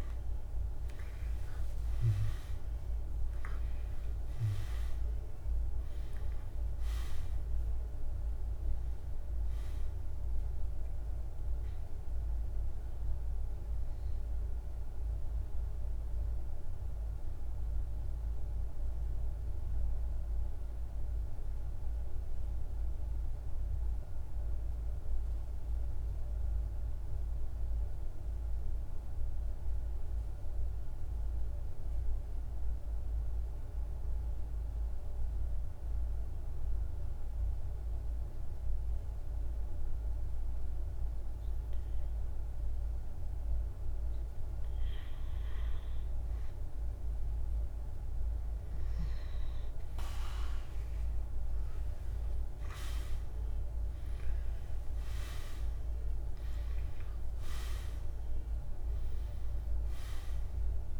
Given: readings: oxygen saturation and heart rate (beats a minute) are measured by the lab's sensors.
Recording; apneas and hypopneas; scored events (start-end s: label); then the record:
breathing in sleep, hard to hear, by a room microphone; 1
0.00-2.00 s: arousal
0.00-26.50 s: oxygen desaturation (device-marked, oxygen 90% lowest, heart rate 49 extreme)
13.00-43.50 s: mixed apnea (oxygen 98% before, 88% lowest, heart rate 55 before, 49 extreme, up 3 after)
36.50-61.00 s: oxygen desaturation (device-marked, oxygen 100% before, 88% lowest, heart rate 50 before, 48 extreme)
49.50-53.50 s: arousal
From the record:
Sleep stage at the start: N2 (light sleep); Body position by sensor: on the right side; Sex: male